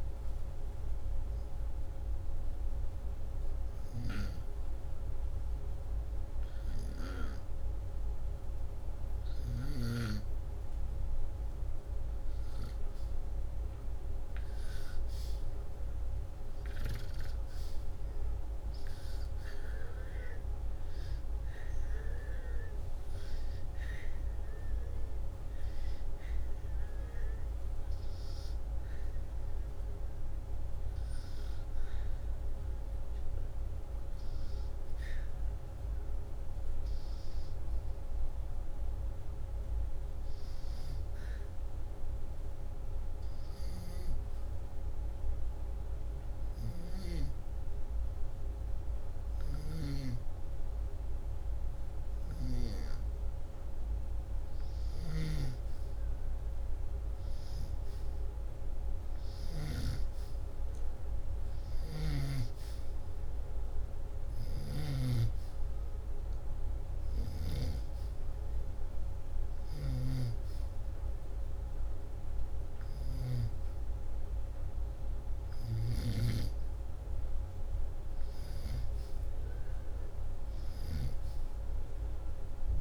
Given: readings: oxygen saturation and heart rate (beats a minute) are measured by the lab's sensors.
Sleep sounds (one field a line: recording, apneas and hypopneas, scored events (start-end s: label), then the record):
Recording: breathing in sleep by a room microphone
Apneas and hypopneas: 2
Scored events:
0.00-11.00 s: oxygen desaturation (device-marked, oxygen 91% lowest, heart rate 75 extreme)
3.00-13.00 s: obstructive apnea (oxygen 96% before, 91% lowest, heart rate 79 before, 75 extreme, up 2 after)
15.50-19.00 s: arousal
23.50-37.50 s: hypopnea (oxygen 98% before, 93% lowest, heart rate 77 before, 75 extreme, up 2 after)
25.00-46.00 s: oxygen desaturation (device-marked, oxygen 98% before, 94% lowest, heart rate 77 before, 75 extreme)
41.00-43.50 s: arousal
70.00-82.81 s: oxygen desaturation (device-marked, oxygen 97% before, 93% lowest, heart rate 78 before, 77 extreme)
From the record:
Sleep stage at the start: N2 (light sleep)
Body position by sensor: upright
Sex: male